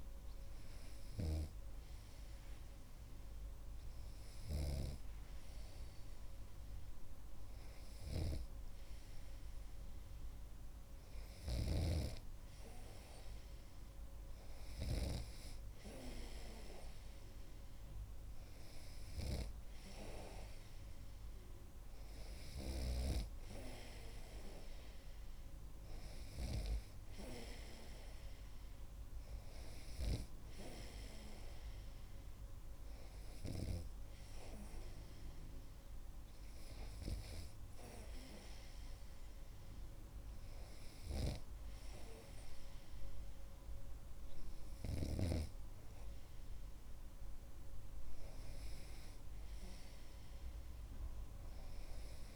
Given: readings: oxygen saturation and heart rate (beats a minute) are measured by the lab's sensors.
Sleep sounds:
breathing in sleep by a room microphone; none
1.50-5.00 s: snoring (device-marked)
From the record:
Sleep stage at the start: N2 (light sleep); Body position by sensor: on the right side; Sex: male

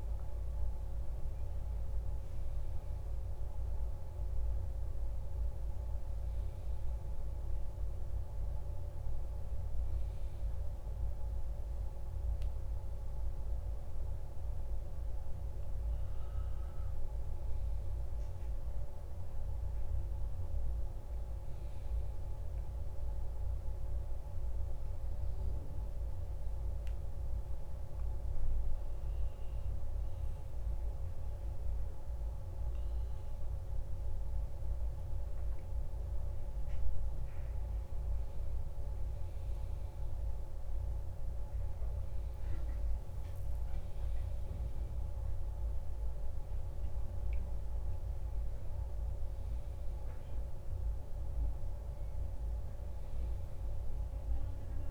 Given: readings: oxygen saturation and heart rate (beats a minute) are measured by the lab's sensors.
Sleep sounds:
breathing in sleep, hard to hear, by a room microphone; 1
16.00-54.91 s: new sleep stage, N2 (light sleep)
16.50-20.00 s: arousal
24.00-35.50 s: obstructive apnea (oxygen 98% before, 95% lowest, heart rate 55 before, 52 extreme, up 3 after)
37.00-40.50 s: arousal
From the record:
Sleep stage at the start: N1 (lightest sleep); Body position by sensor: on the back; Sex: male

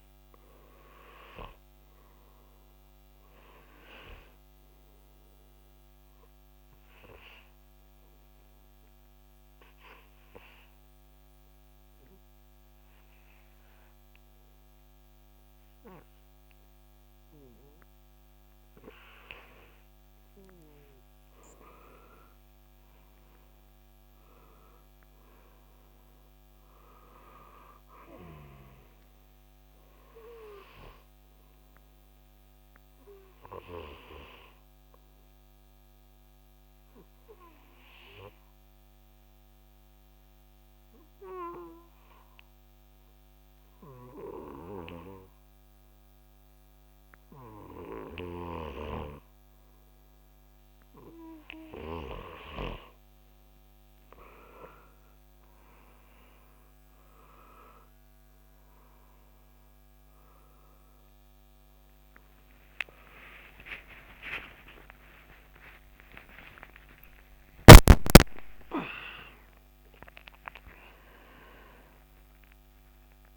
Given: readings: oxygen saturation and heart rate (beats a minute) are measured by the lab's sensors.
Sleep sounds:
a person partly awake in a sleep study, by a microphone on the trachea; 2
7.50-21.00 s: obstructive apnea (oxygen 97% before, 91% lowest, heart rate 67 before, 61 extreme, up 6 after)
23.50-27.00 s: arousal
25.50-40.50 s: oxygen desaturation (device-marked, oxygen 96% before, 91% lowest, heart rate 66 before, 61 extreme)
37.00-52.00 s: obstructive apnea (oxygen 96% before, 92% lowest, heart rate 68 before, 61 extreme, up 8 after)
54.50-73.37 s: new sleep stage, awake
From the record:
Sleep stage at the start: N2 (light sleep); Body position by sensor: on the back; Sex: male

